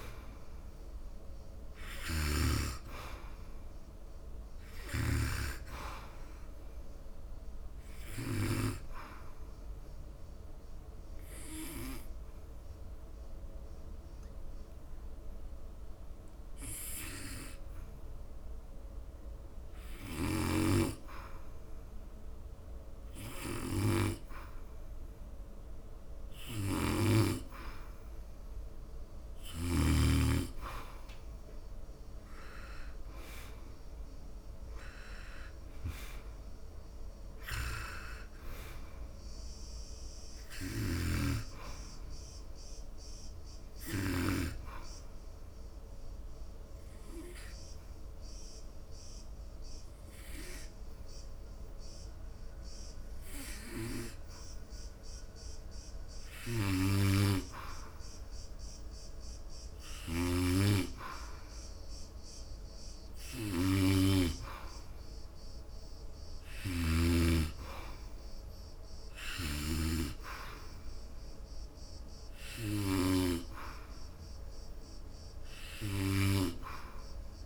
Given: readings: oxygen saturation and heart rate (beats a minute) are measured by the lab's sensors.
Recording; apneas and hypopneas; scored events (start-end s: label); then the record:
breathing in sleep by a room microphone; 2
0.00-4.00 s: arousal
11.00-23.00 s: oxygen desaturation (device-marked, oxygen 97% before, 91% lowest, heart rate 74 before, 71 extreme)
11.50-22.00 s: obstructive apnea (oxygen 97% before, 89% lowest, heart rate 74 before, 71 extreme, up 0 after)
26.50-32.00 s: arousal
36.00-51.00 s: oxygen desaturation (device-marked, oxygen 95% before, 89% lowest, heart rate 74 before, 71 extreme)
45.00-56.50 s: obstructive apnea (oxygen 95% before, 89% lowest, heart rate 76 before, 69 extreme)
59.50-65.00 s: arousal
67.00-77.46 s: oxygen desaturation (device-marked, oxygen 96% before, 90% lowest, heart rate 74 before, 66 extreme)
From the record:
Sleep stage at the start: N2 (light sleep); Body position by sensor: on the back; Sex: male